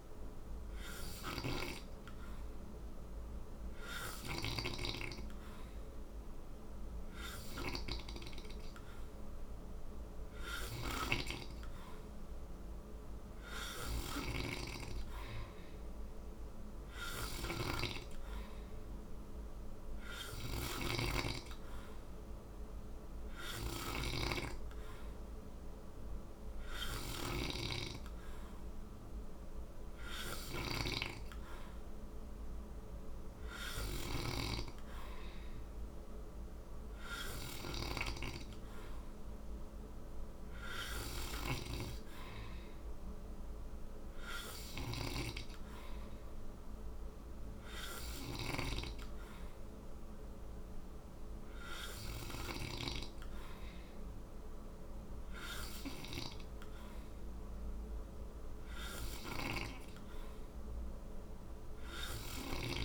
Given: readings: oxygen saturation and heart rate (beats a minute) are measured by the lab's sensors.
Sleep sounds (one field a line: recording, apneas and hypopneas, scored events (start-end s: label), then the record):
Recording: breathing in sleep by a room microphone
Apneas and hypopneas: none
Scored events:
0.50-4.00 s: snoring (device-marked)
10.00-52.00 s: snoring (device-marked)
58.50-62.84 s: snoring (device-marked)
From the record:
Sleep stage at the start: N3 (deep sleep)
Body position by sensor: on the right side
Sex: male